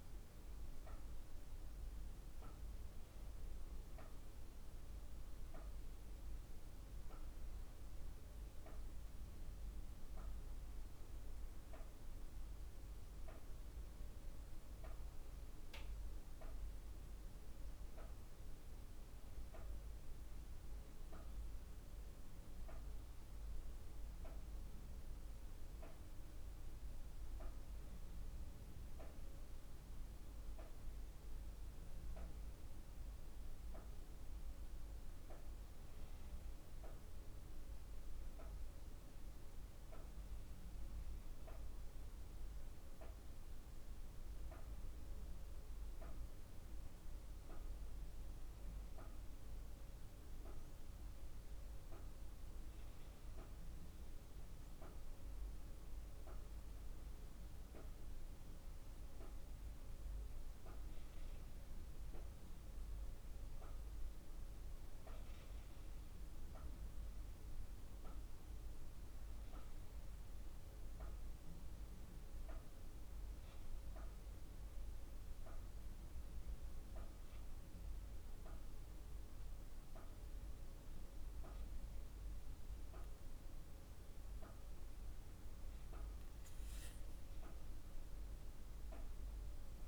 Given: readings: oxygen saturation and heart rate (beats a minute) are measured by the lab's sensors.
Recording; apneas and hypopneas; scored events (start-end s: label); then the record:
breathing in sleep, hard to hear, by a room microphone; 1
69.00-85.50 s: hypopnea (oxygen 96% before, 92% lowest, heart rate 51 before, 47 extreme, up 7 after)
85.00-89.87 s: drop in pulse transit time (device-marked, heart rate 51 before, 49 extreme)
88.50-89.87 s: arousal
From the record:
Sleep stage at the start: N2 (light sleep); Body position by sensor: on the back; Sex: female